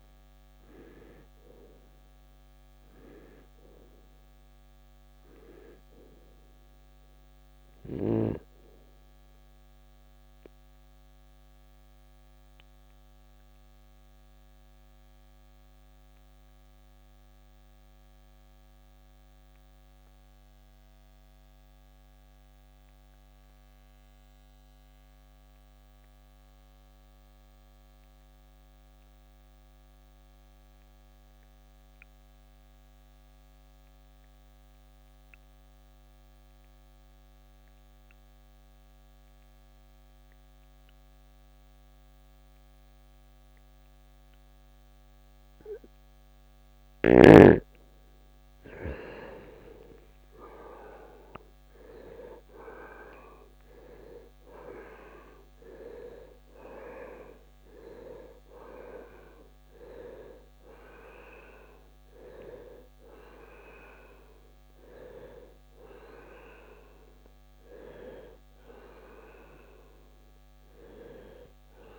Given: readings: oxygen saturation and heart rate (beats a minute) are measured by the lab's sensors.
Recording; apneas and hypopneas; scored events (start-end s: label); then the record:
breathing in sleep by a microphone on the trachea; 1
0.00-22.50 s: oxygen desaturation (device-marked, oxygen 81% lowest, heart rate 59 extreme)
9.50-46.00 s: obstructive apnea (oxygen 96% before, 77% lowest, heart rate 81 before, 54 extreme, up 9 after)
43.50-71.98 s: oxygen desaturation (device-marked, oxygen 97% before, 77% lowest, heart rate 66 before, 55 extreme)
48.50-53.00 s: arousal
53.50-71.98 s: new sleep stage, N1 (lightest sleep)
From the record:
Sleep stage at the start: N2 (light sleep); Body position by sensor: on the right side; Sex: male